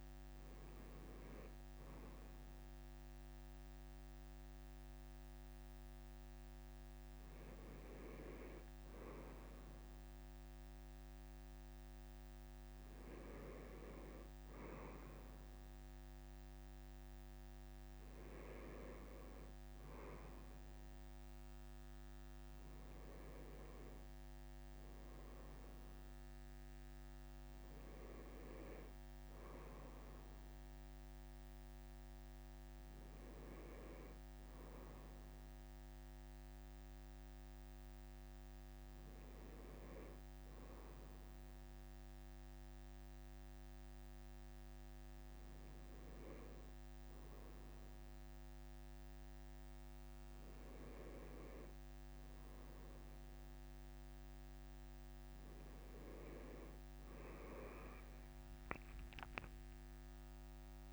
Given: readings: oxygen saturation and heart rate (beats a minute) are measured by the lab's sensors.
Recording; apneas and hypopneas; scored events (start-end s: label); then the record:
a person awake in a sleep study, by a microphone on the trachea; none
none scored
From the record:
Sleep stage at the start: awake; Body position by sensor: on the right side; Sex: male